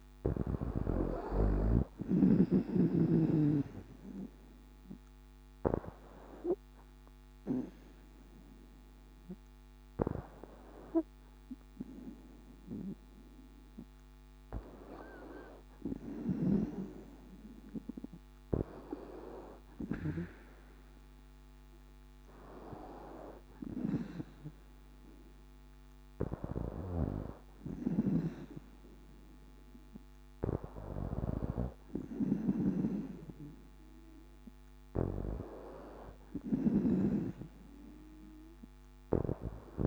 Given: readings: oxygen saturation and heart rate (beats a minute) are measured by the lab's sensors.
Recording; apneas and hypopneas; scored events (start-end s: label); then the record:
breathing in sleep by a microphone on the trachea; 1
3.50-15.00 s: obstructive apnea (oxygen 96% before, 93% lowest, heart rate 62 before, 61 extreme, up 4 after)
19.00-23.00 s: arousal
30.50-39.87 s: oxygen desaturation (device-marked, oxygen 96% before, 93% lowest, heart rate 63 before, 60 extreme)
32.00-37.00 s: snoring (device-marked)
From the record:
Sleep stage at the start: N2 (light sleep); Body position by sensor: on the back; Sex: female